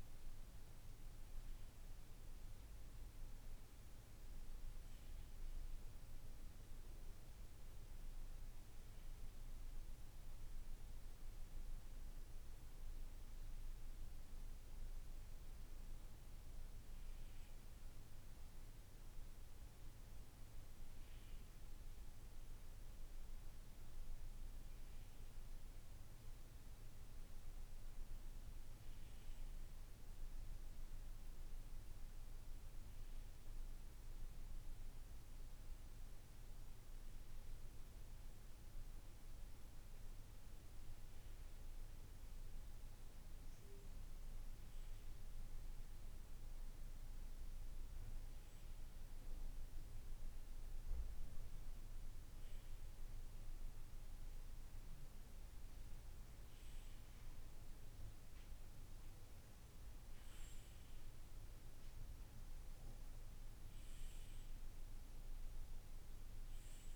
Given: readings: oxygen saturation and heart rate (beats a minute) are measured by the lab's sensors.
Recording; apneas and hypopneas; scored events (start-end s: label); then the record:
breathing in sleep, hard to hear, by a room microphone; none
63.00-65.00 s: long interval between heartbeats (device-marked, heart rate 56 before, 67 extreme)
From the record:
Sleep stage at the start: N2 (light sleep); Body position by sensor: on the right side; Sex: male